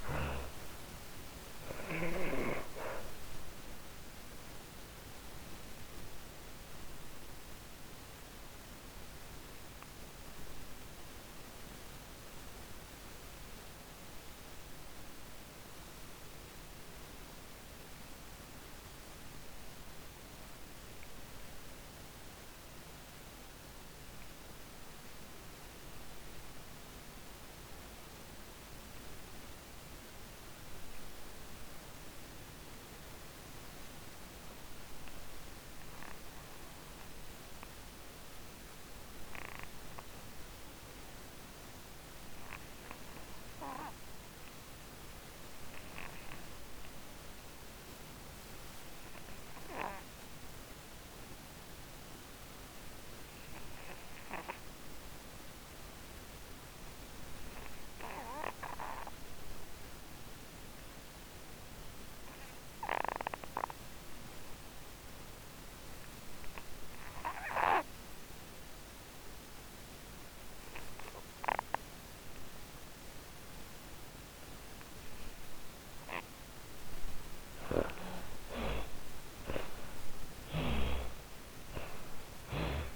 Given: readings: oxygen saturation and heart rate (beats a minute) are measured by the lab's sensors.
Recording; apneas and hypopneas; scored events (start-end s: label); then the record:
breathing in sleep by a microphone on the trachea; 1
0.00-20.50 s: oxygen desaturation (device-marked, oxygen 78% lowest, heart rate 45 extreme)
1.00-73.00 s: obstructive apnea (oxygen 99% before, 63% lowest, heart rate 67 before, 35 extreme, up 13 after)
20.50-82.96 s: new sleep stage, REM sleep
37.50-82.96 s: oxygen desaturation (device-marked, oxygen 98% before, 63% lowest, heart rate 53 before, 35 extreme)
76.00-80.50 s: arousal
78.50-82.96 s: snoring (device-marked)
From the record:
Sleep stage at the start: N2 (light sleep); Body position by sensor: on the back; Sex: female